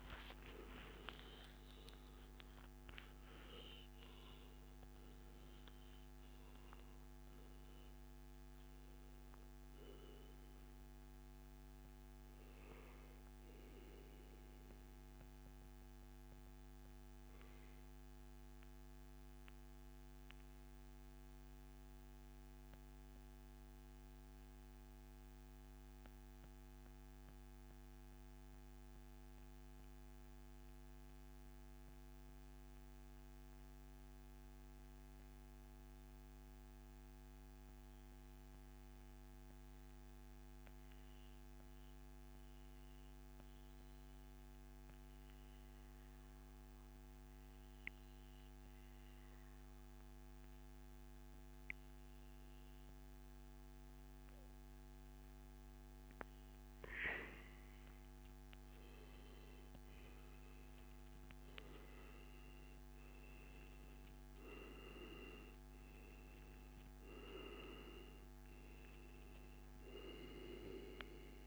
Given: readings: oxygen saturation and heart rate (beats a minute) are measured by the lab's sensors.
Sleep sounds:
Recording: breathing in sleep by a microphone on the trachea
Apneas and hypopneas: 1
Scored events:
0.00-1.00 s: arousal
0.00-18.50 s: oxygen desaturation (device-marked, oxygen 89% lowest, heart rate 109 extreme)
15.00-54.50 s: mixed apnea (oxygen 94% before, 88% lowest, heart rate 137 before, 84 extreme, up 1 after)
54.50-71.47 s: oxygen desaturation (device-marked, oxygen 98% before, 92% lowest, heart rate 142 before, 84 extreme)
56.50-60.50 s: arousal
From the record:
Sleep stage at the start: REM sleep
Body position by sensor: on the back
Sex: male

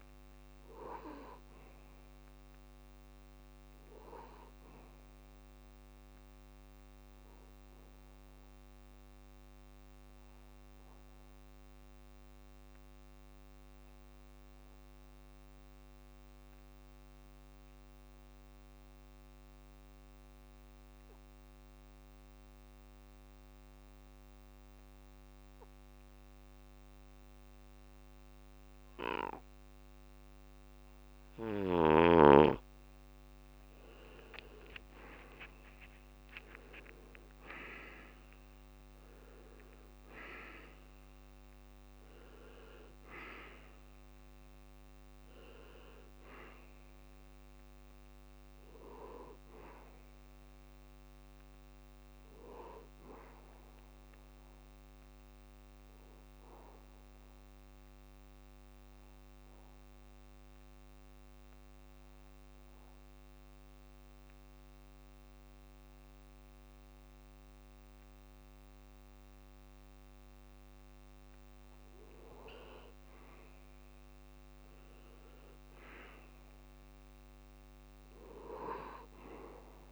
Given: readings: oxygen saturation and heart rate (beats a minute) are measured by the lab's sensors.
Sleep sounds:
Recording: breathing in sleep by a microphone on the trachea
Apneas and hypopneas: 2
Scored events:
0.00-13.00 s: oxygen desaturation (device-marked, oxygen 87% lowest, heart rate 64 extreme)
8.50-32.50 s: mixed apnea (oxygen 98% before, 84% lowest, heart rate 83 before, 64 extreme, up 40 after)
31.00-62.00 s: oxygen desaturation (device-marked, oxygen 98% before, 84% lowest, heart rate 65 before, 65 extreme)
34.00-37.50 s: arousal
56.00-72.00 s: obstructive apnea (oxygen 96% before, 83% lowest, heart rate 85 before, 64 extreme, up 43 after)
73.50-77.00 s: arousal
76.00-79.92 s: oxygen desaturation (device-marked, oxygen 99% before, 93% lowest, heart rate 72 before, 64 extreme)
From the record:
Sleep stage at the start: N2 (light sleep)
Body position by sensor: on the back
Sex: male

